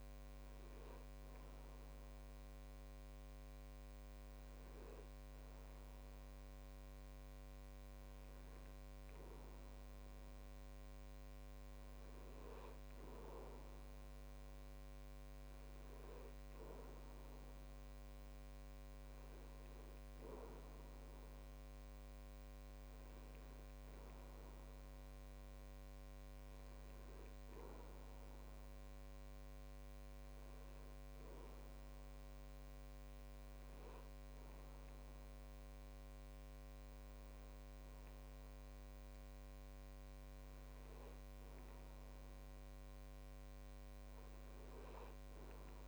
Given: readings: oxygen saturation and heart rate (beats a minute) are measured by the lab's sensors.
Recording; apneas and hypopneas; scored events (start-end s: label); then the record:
breathing in sleep, hard to hear, by a microphone on the trachea; none
none scored
From the record:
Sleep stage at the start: N2 (light sleep); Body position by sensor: on the back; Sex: male